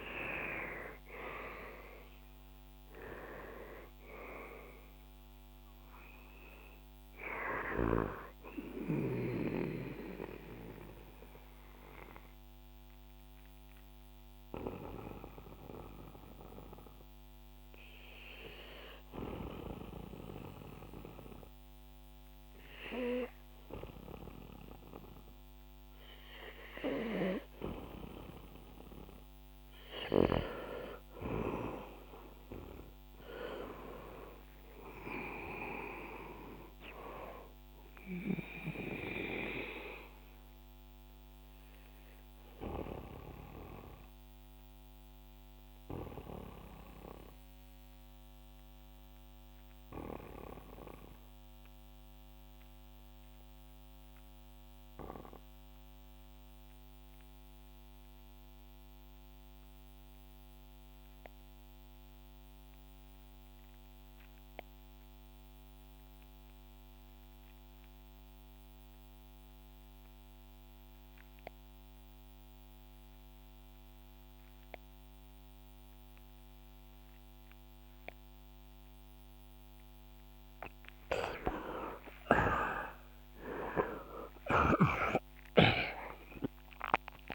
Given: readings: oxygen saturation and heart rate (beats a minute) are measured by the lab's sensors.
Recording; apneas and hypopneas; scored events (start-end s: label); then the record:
breathing in sleep by a microphone on the trachea; 2
0.00-25.50 s: oxygen desaturation (device-marked, oxygen 74% lowest, heart rate 62 extreme)
11.00-30.50 s: obstructive apnea (oxygen 94% before, 74% lowest, heart rate 81 before, 63 extreme, up 4 after)
32.00-36.50 s: arousal
37.50-59.50 s: oxygen desaturation (device-marked, oxygen 99% before, 92% lowest, heart rate 78 before, 60 extreme)
43.00-80.00 s: obstructive apnea (oxygen 99% before, 78% lowest, heart rate 77 before, 60 extreme, up 22 after)
69.50-87.35 s: oxygen desaturation (device-marked, oxygen 99% before, 78% lowest, heart rate 64 before, 60 extreme)
81.50-87.00 s: arousal
From the record:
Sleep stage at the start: REM sleep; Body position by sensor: on the back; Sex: male